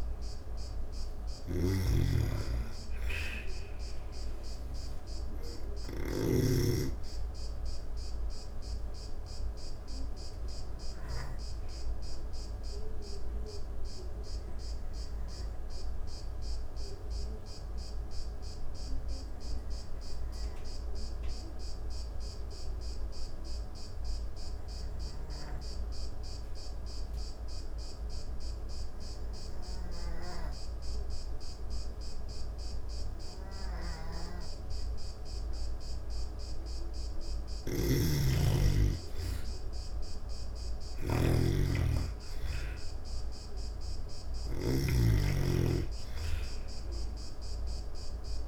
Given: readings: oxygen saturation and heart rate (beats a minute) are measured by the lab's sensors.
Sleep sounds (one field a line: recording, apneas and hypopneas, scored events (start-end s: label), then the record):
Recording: breathing in sleep by a room microphone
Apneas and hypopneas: 1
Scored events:
0.00-5.50 s: snoring (device-marked)
0.00-22.50 s: oxygen desaturation (device-marked, oxygen 86% lowest, heart rate 45 extreme)
7.50-36.00 s: obstructive apnea (oxygen 99% before, 84% lowest, heart rate 143 before, 40 extreme, up 12 after)
28.50-48.47 s: oxygen desaturation (device-marked, oxygen 98% before, 85% lowest, heart rate 72 before, 40 extreme)
36.50-48.47 s: snoring (device-marked)
39.00-43.00 s: arousal
From the record:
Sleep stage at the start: N2 (light sleep)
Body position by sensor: on the back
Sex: female